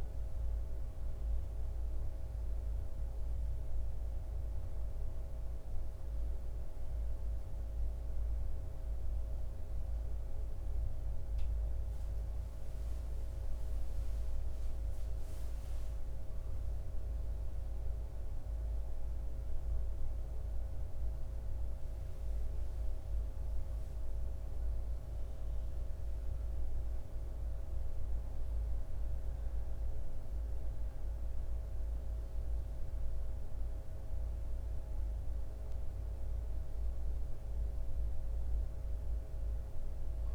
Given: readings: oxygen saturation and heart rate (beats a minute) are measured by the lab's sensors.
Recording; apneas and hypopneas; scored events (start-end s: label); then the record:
a person awake in a sleep study, hard to hear, by a room microphone; none
38.00-40.34 s: new sleep stage, N2 (light sleep)
From the record:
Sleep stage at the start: awake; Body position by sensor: on the left side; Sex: male